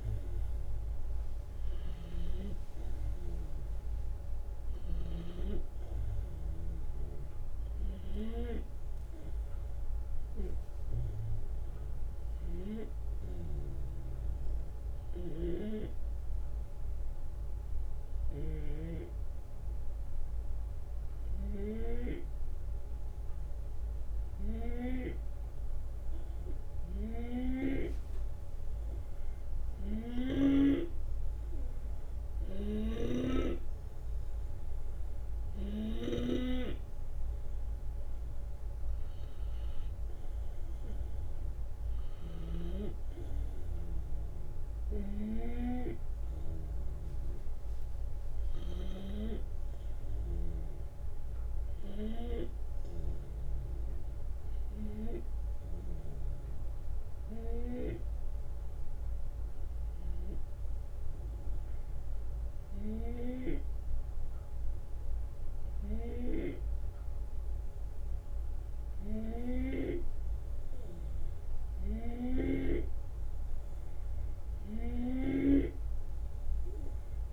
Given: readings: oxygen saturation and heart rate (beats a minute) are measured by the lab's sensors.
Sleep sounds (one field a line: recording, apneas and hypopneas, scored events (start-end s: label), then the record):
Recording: breathing in sleep by a room microphone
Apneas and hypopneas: 1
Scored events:
0.00-5.50 s: snoring (device-marked)
12.00-18.50 s: snoring (device-marked)
13.50-23.50 s: obstructive apnea (oxygen 94% before, 91% lowest)
25.00-28.00 s: arousal
66.00-75.50 s: snoring (device-marked)
From the record:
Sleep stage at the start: N2 (light sleep)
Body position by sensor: on the left side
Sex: male